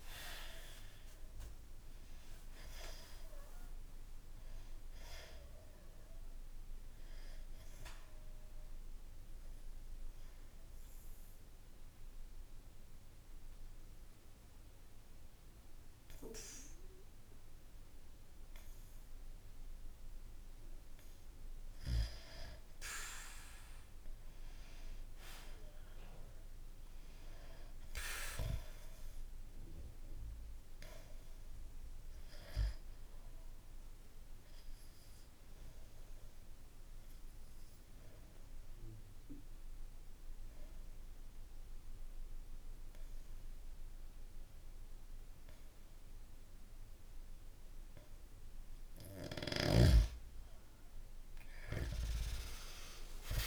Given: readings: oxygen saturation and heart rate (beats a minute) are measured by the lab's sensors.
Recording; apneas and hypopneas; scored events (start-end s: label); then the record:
breathing in sleep by a room microphone; 2
0.00-19.50 s: oxygen desaturation (device-marked, oxygen 92% lowest, heart rate 60 extreme)
7.50-21.00 s: obstructive apnea (oxygen 97% before, 91% lowest, heart rate 65 before, 60 extreme)
23.50-28.00 s: arousal
32.50-49.00 s: obstructive apnea (oxygen 98% before, 91% lowest, heart rate 64 before, 62 extreme, up 3 after)
35.50-46.50 s: oxygen desaturation (device-marked, oxygen 97% before, 93% lowest, heart rate 63 before, 62 extreme)
51.50-53.47 s: arousal
From the record:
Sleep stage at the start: N2 (light sleep); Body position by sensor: on the back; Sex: male